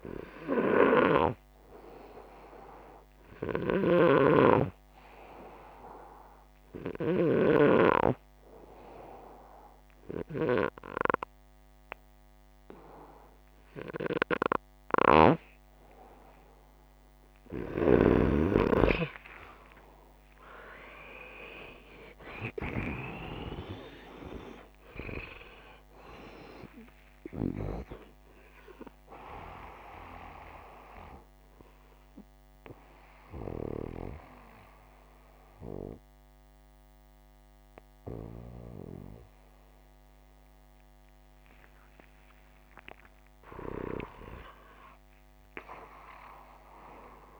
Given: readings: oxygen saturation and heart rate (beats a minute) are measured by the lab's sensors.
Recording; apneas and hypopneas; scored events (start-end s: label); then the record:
breathing in sleep by a microphone on the trachea; 2
0.00-16.50 s: oxygen desaturation (device-marked, oxygen 88% lowest, heart rate 100 extreme)
5.50-16.00 s: hypopnea (oxygen 95% before, 88% lowest, heart rate 133 before, 107 extreme, up 46 after)
18.00-21.00 s: arousal
32.00-43.00 s: obstructive apnea (oxygen 91% before, 88% lowest, heart rate 132 before, 114 extreme)
38.50-47.40 s: oxygen desaturation (device-marked, oxygen 92% before, 88% lowest, heart rate 123 before, 137 extreme)
44.00-47.40 s: arousal
From the record:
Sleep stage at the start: N2 (light sleep); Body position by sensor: upright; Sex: male